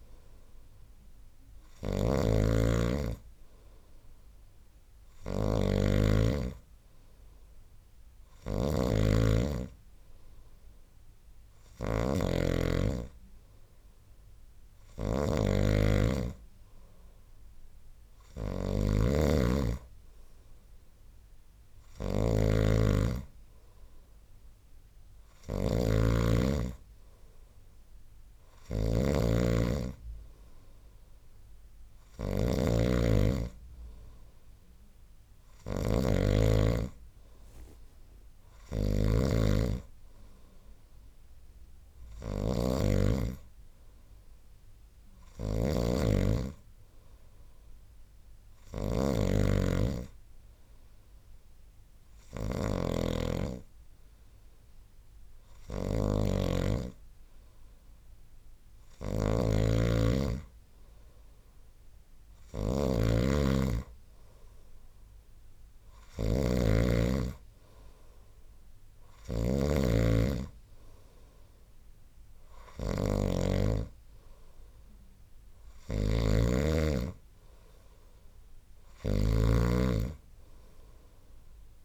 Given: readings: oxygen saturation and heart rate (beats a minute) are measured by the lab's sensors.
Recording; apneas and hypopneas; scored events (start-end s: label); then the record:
breathing in sleep by a room microphone; none
0.00-81.84 s: snoring (device-marked)
From the record:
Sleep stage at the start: N2 (light sleep); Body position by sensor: on the right side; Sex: male